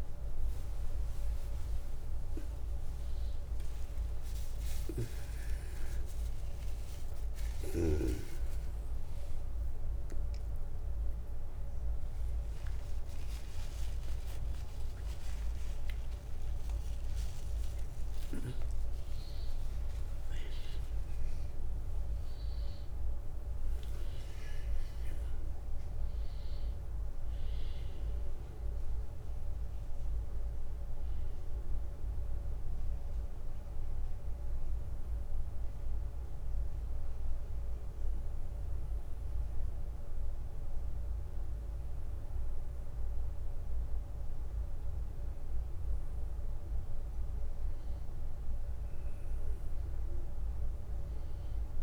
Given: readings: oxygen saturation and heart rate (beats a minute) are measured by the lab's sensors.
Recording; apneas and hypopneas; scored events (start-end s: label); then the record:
a person awake in a sleep study, hard to hear, by a room microphone; 1
36.00-47.00 s: hypopnea (oxygen 98% before, 92% lowest, heart rate 84 before, 65 extreme, up 14 after)
36.00-51.83 s: new sleep stage, N1 (lightest sleep)
From the record:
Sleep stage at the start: awake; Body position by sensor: on the back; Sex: male